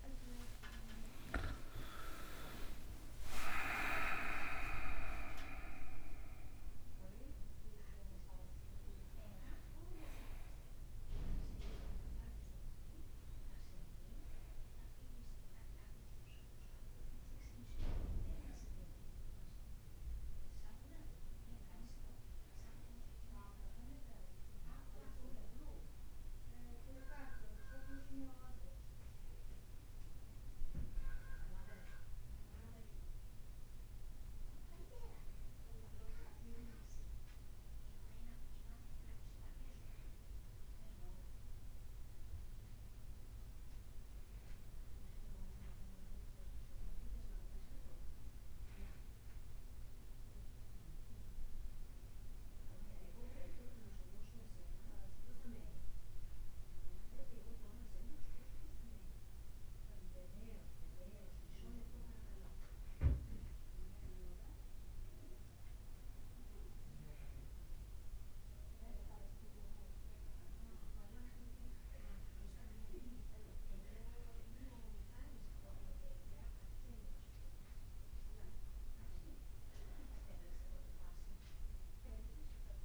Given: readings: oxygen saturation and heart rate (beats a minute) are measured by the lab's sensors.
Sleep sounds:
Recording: breathing in sleep by a room microphone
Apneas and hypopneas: none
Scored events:
0.00-9.50 s: leg movement (device-marked)
3.00-5.00 s: long interval between heartbeats (device-marked, heart rate 64 before, 77 extreme)
21.50-26.50 s: leg movement (device-marked)
From the record:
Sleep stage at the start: N1 (lightest sleep)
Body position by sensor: on the back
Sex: male

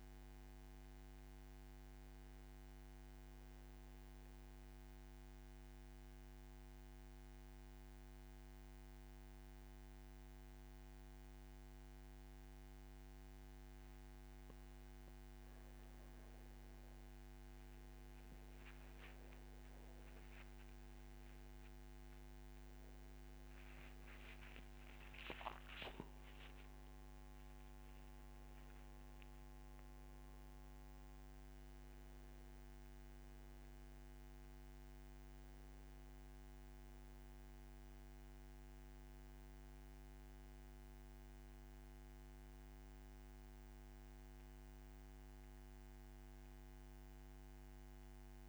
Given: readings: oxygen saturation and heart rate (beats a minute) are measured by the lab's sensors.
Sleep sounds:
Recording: breathing in sleep, hard to hear, by a microphone on the trachea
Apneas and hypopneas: 1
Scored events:
3.00-15.50 s: central apnea (oxygen 96% before, 91% lowest, heart rate 68 before, 39 extreme, up 5 after)
22.50-27.00 s: arousal
33.00-40.00 s: oxygen desaturation (device-marked, oxygen 95% before, 91% lowest, heart rate 58 before, 52 extreme)
From the record:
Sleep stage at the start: N2 (light sleep)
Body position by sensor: on the back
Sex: male

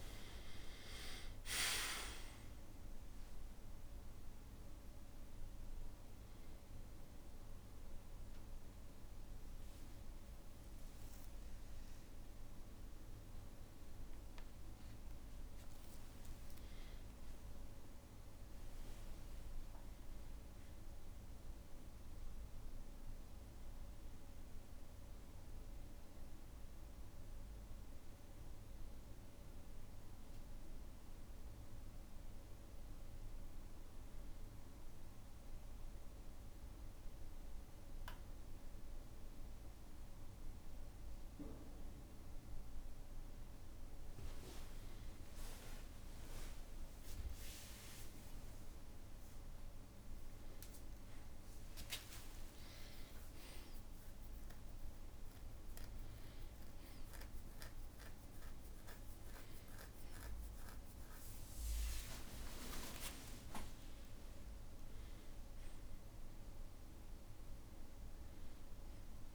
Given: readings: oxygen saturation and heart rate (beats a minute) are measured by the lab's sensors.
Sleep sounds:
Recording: breathing in sleep by a room microphone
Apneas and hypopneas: 1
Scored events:
11.00-13.00 s: long interval between heartbeats (device-marked, heart rate 81 before, 66 extreme)
15.50-17.50 s: long interval between heartbeats (device-marked, heart rate 69 before, 77 extreme)
18.00-21.00 s: arousal
25.50-41.50 s: hypopnea (oxygen 98% before, 96% lowest, heart rate 67 before, 58 extreme, up 3 after)
44.00-48.00 s: arousal
51.50-61.50 s: tachycardia (device-marked, heart rate 78 before, 166 extreme)
53.50-55.50 s: long interval between heartbeats (device-marked, heart rate 61 before, 93 extreme)
56.00-58.00 s: long interval between heartbeats (device-marked, heart rate 65 before, 127 extreme)
58.50-60.50 s: long interval between heartbeats (device-marked, heart rate 77 before, 165 extreme)
From the record:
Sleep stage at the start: N2 (light sleep)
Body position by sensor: on the back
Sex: male

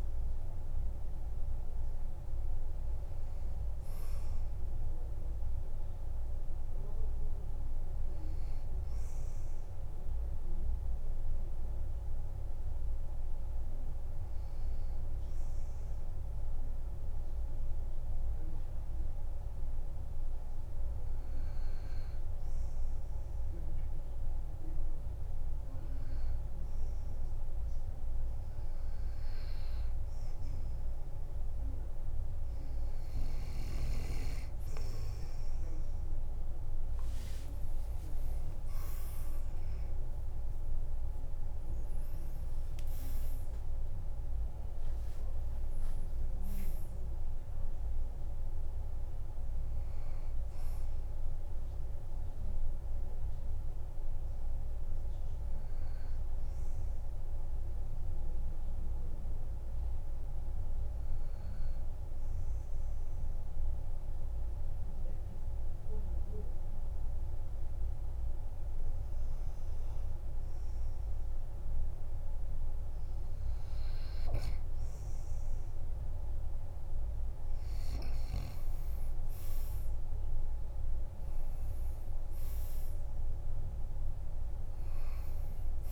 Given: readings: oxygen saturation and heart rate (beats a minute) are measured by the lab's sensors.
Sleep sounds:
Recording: breathing in sleep, hard to hear, by a room microphone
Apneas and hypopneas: 2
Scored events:
0.00-15.00 s: oxygen desaturation (device-marked, oxygen 94% lowest, heart rate 47 extreme)
9.00-29.50 s: hypopnea (oxygen 98% before, 94% lowest, heart rate 57 before, 47 extreme, up 8 after)
37.00-58.00 s: oxygen desaturation (device-marked, oxygen 98% before, 94% lowest, heart rate 50 before, 45 extreme)
37.50-42.00 s: arousal
38.00-40.00 s: long interval between heartbeats (device-marked, heart rate 51 before, 67 extreme)
40.00-42.00 s: long interval between heartbeats (device-marked, heart rate 53 before, 80 extreme)
57.50-71.50 s: obstructive apnea (oxygen 98% before, 94% lowest, heart rate 65 before, 46 extreme, up 11 after)
79.00-82.50 s: arousal
79.00-85.92 s: oxygen desaturation (device-marked, oxygen 98% before, 94% lowest, heart rate 48 before, 46 extreme)
From the record:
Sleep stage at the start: N2 (light sleep)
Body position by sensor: on the back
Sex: male

